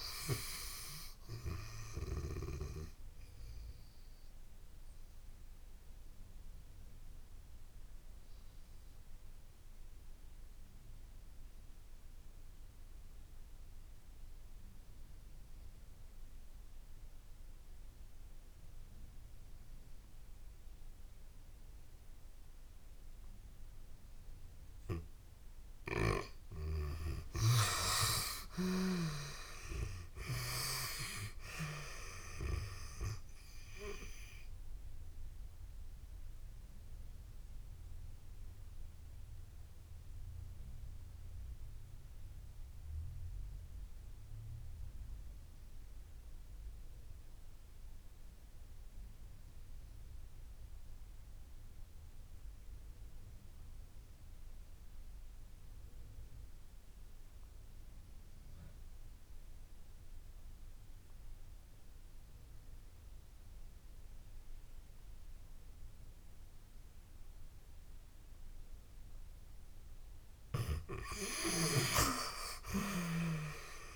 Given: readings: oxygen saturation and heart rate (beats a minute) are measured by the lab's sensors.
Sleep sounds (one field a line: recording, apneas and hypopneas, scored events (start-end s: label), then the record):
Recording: breathing in sleep by a room microphone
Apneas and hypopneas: 2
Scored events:
3.00-26.00 s: obstructive apnea (oxygen 98% before, 84% lowest)
11.00-25.00 s: oxygen desaturation (device-marked, oxygen 95% before, 87% lowest)
27.50-31.00 s: arousal
34.50-69.50 s: obstructive apnea (oxygen 96% before, 78% lowest)
35.00-58.00 s: oxygen desaturation (device-marked, oxygen 96% before, 84% lowest)
70.00-73.96 s: oxygen desaturation (device-marked, oxygen 96% before, 78% lowest)
71.00-73.96 s: snoring (device-marked)
71.50-73.96 s: arousal
From the record:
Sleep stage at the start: N2 (light sleep)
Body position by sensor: on the back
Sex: female